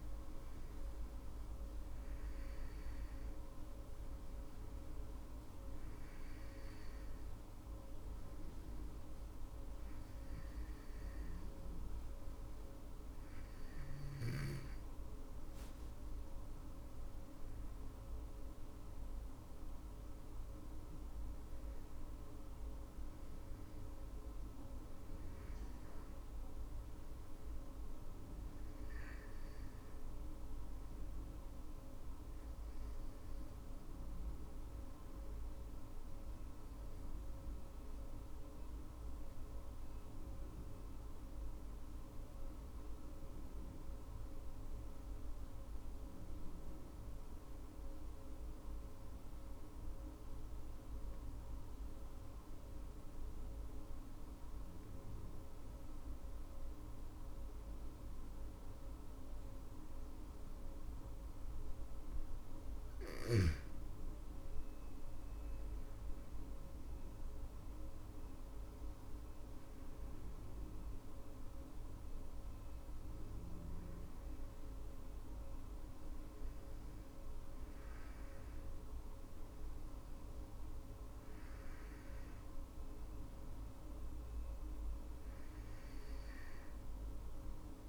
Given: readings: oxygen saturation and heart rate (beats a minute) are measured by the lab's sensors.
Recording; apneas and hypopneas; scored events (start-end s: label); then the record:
breathing in sleep, hard to hear, by a room microphone; 1
0.00-11.50 s: oxygen desaturation (device-marked, oxygen 91% lowest, heart rate 51 extreme)
15.00-20.00 s: arousal
34.50-61.00 s: obstructive apnea (oxygen 99% before, 91% lowest, heart rate 60 before, 52 extreme, up 12 after)
50.50-85.50 s: oxygen desaturation (device-marked, oxygen 99% before, 91% lowest, heart rate 56 before, 52 extreme)
63.00-67.50 s: arousal
From the record:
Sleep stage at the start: N2 (light sleep); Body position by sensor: on the back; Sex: female